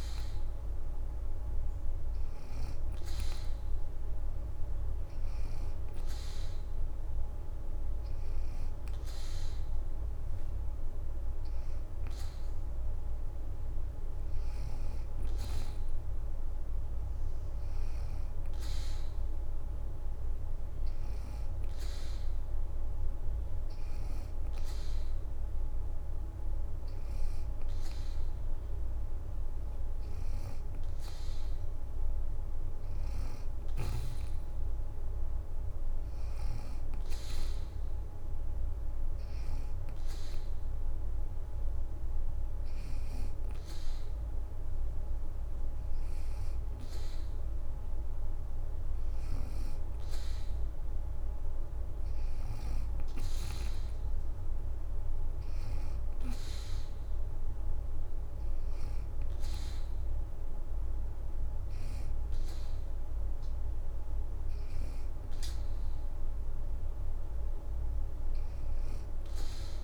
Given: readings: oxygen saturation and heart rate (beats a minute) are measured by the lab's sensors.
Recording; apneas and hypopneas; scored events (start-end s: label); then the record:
breathing in sleep, hard to hear, by a room microphone; 1
23.50-26.00 s: leg movement (device-marked)
26.00-28.50 s: leg movement (device-marked)
37.50-47.50 s: hypopnea (oxygen 88% before, 85% lowest, heart rate 79 before, 69 extreme, up 0 after)
49.00-52.50 s: arousal
59.50-69.84 s: oxygen desaturation (device-marked, oxygen 88% before, 85% lowest, heart rate 77 before, 72 extreme)
From the record:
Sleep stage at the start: N2 (light sleep); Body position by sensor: on the back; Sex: female